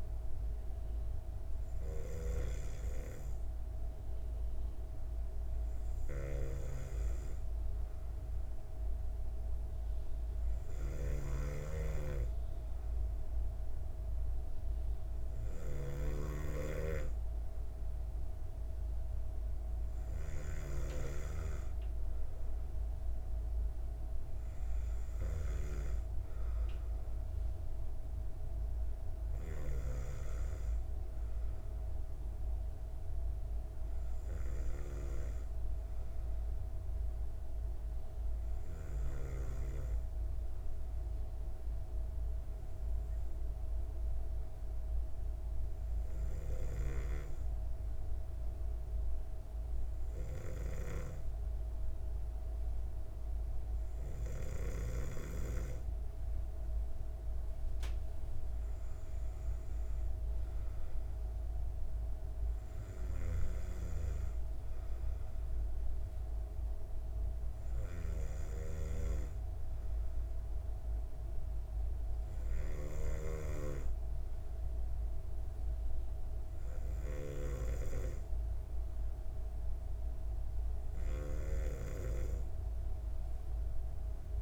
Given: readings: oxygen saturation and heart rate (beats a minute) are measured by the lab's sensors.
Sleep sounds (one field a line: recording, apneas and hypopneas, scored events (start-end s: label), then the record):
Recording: breathing in sleep by a room microphone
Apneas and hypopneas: 1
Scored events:
43.00-56.50 s: hypopnea (oxygen 96% before, 95% lowest, heart rate 66 before, 64 extreme, up 3 after)
58.50-62.50 s: arousal
From the record:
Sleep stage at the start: N2 (light sleep)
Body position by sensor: on the back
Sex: female